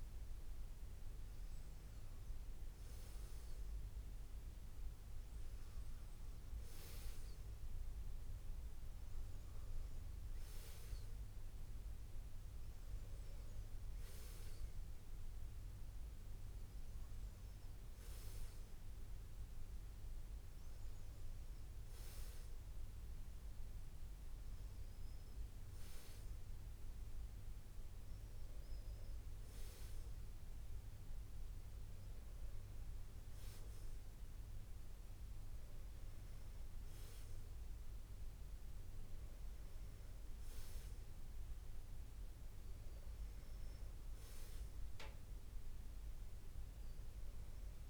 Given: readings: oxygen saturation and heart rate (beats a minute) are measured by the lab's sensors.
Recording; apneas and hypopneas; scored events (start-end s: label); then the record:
breathing in sleep, hard to hear, by a room microphone; none
none scored
From the record:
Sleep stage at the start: N2 (light sleep); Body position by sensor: on the back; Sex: male